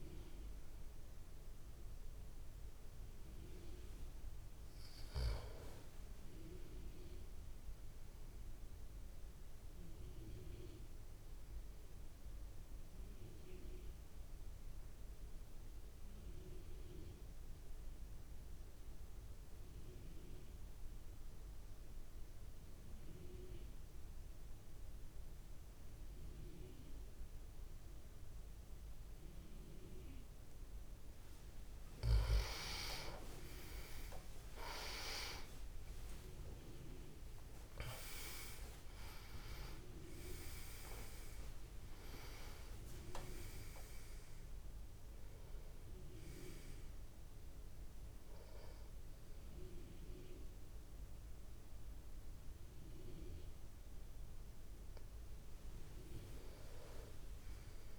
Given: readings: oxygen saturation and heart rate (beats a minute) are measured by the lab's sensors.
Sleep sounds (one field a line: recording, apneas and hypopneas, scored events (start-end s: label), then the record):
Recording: breathing in sleep by a room microphone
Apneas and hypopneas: 1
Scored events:
0.00-8.00 s: oxygen desaturation (device-marked, oxygen 91% lowest)
7.00-13.00 s: tachycardia (device-marked)
9.50-31.00 s: obstructive apnea (oxygen 98% before, 89% lowest)
31.00-43.00 s: oxygen desaturation (device-marked, oxygen 98% before, 93% lowest)
33.50-38.00 s: arousal
50.00-55.00 s: oxygen desaturation (device-marked, oxygen 96% before, 89% lowest)
From the record:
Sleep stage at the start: N2 (light sleep)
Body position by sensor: on the back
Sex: male